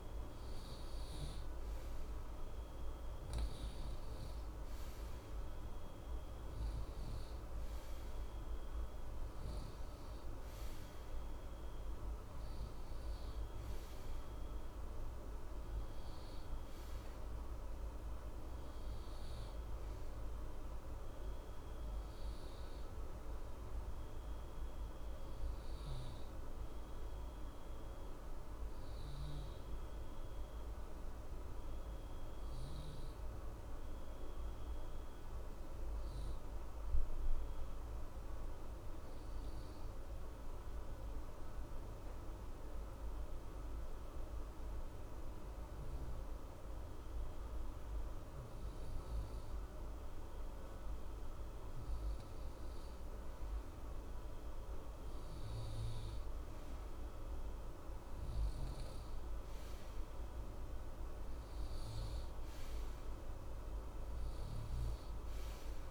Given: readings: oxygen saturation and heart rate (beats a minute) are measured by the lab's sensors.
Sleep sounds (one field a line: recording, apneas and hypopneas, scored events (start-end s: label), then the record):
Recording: breathing in sleep, hard to hear, by a room microphone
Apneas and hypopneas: 1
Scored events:
0.00-33.50 s: oxygen desaturation (device-marked, oxygen 88% lowest, heart rate 60 extreme)
26.00-44.50 s: obstructive apnea (oxygen 92% before, 89% lowest, heart rate 61 before, 60 extreme, up 0 after)
47.00-51.00 s: arousal
57.50-65.91 s: oxygen desaturation (device-marked, oxygen 94% before, 89% lowest, heart rate 61 before, 60 extreme)
From the record:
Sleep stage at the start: N2 (light sleep)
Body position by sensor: on the right side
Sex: male